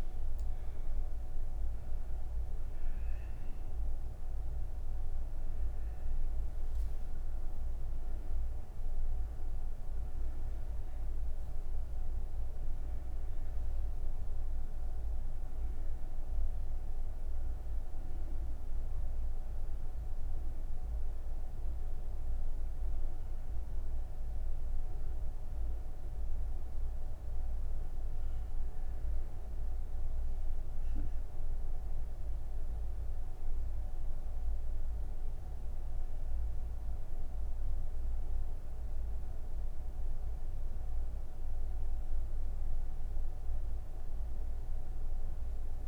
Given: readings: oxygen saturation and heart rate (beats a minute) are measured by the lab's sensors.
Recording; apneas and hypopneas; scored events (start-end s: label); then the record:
breathing in sleep, hard to hear, by a room microphone; none
0.00-43.00 s: oxygen desaturation (device-marked, oxygen 89% lowest)
From the record:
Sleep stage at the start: N3 (deep sleep); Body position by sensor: on the right side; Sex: female